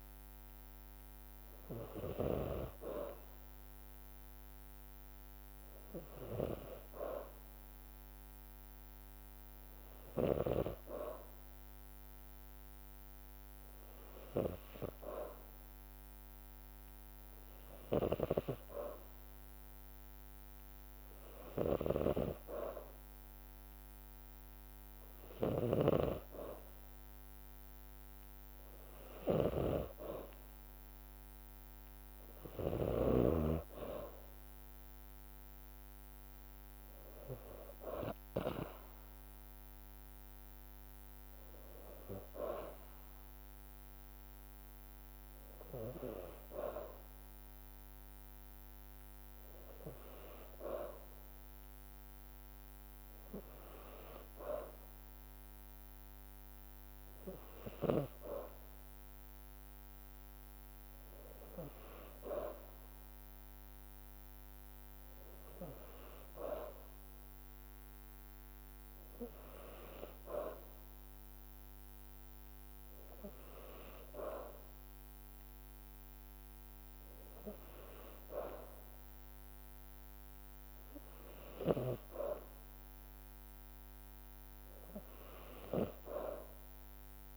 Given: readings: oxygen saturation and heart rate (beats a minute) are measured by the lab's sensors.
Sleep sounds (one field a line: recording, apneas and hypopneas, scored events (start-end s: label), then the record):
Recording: breathing in sleep by a microphone on the trachea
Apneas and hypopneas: none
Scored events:
0.00-10.50 s: snoring (device-marked)
17.50-33.00 s: snoring (device-marked)
35.50-48.50 s: drop in pulse transit time (device-marked, heart rate 58 before, 56 extreme)
From the record:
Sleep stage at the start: N2 (light sleep)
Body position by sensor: on the back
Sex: female